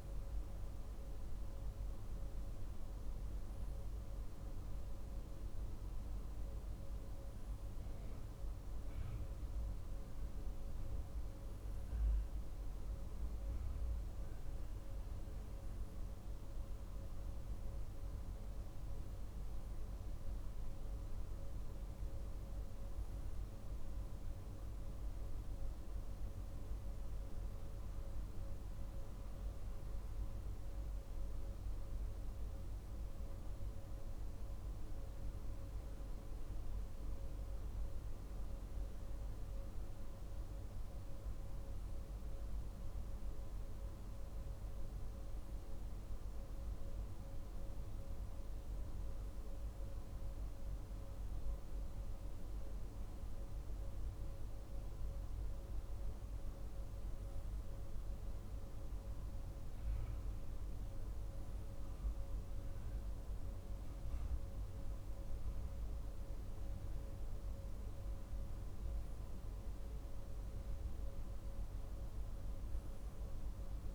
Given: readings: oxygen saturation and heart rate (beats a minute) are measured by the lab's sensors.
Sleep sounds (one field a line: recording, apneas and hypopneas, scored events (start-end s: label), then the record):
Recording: breathing in sleep, hard to hear, by a room microphone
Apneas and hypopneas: none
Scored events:
none scored
From the record:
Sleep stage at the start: N2 (light sleep)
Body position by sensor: on the right side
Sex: male